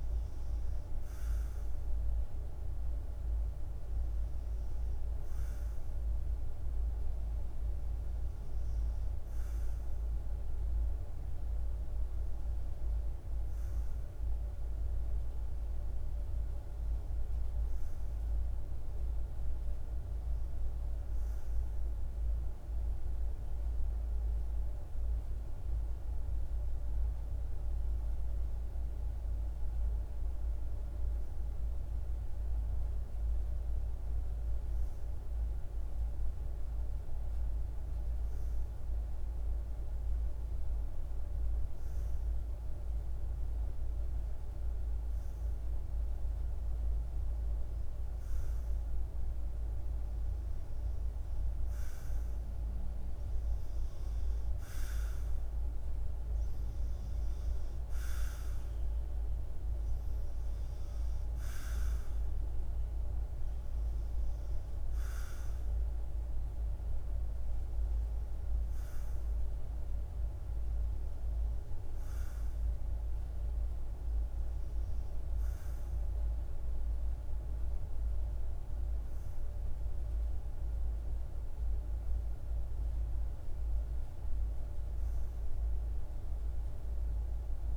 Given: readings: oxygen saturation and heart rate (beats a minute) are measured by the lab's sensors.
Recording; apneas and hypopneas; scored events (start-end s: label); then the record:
breathing in sleep, hard to hear, by a room microphone; 1
0.00-3.50 s: oxygen desaturation (device-marked, oxygen 94% lowest, heart rate 51 extreme)
20.50-30.50 s: hypopnea (oxygen 97% before, 93% lowest, heart rate 52 before, 50 extreme, up 10 after)
33.00-37.50 s: arousal
46.50-60.50 s: oxygen desaturation (device-marked, oxygen 96% before, 93% lowest, heart rate 53 before, 51 extreme)
From the record:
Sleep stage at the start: REM sleep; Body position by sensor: on the back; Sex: male